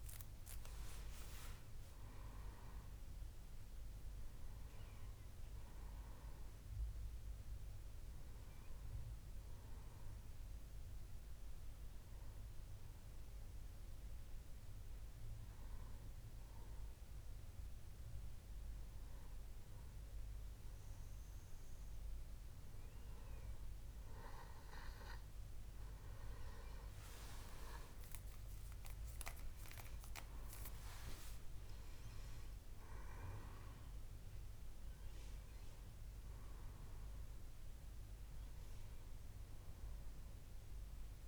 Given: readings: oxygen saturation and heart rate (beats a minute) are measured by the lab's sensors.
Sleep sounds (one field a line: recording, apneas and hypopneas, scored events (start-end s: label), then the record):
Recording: breathing in sleep by a room microphone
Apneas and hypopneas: 1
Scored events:
12.50-24.50 s: hypopnea (oxygen 98% before, 95% lowest, heart rate 70 before, 64 extreme, up 7 after)
27.00-31.00 s: arousal
From the record:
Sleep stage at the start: N1 (lightest sleep)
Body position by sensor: on the back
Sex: male